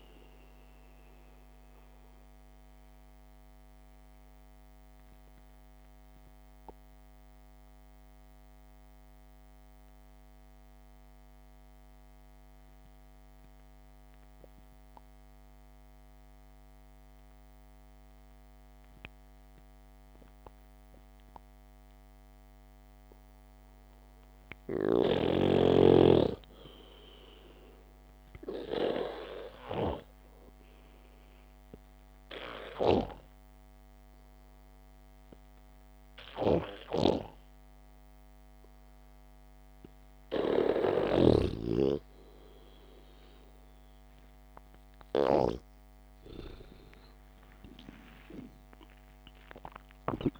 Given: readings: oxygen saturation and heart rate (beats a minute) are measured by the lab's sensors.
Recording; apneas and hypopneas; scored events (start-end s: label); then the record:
breathing in sleep by a microphone on the trachea; 1
0.00-1.50 s: oxygen desaturation (device-marked, oxygen 92% lowest, heart rate 54 extreme)
3.00-25.00 s: mixed apnea (oxygen 97% before, 89% lowest, heart rate 56 before, 50 extreme, up 1 after)
10.50-19.50 s: oxygen desaturation (device-marked, oxygen 93% before, 90% lowest, heart rate 58 before, 50 extreme)
26.50-30.00 s: arousal
41.50-46.00 s: snoring (device-marked)
47.50-50.40 s: oxygen desaturation (device-marked, oxygen 94% before, 89% lowest, heart rate 55 before, 55 extreme)
48.50-50.40 s: arousal
From the record:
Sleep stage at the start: N2 (light sleep); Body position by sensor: on the back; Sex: male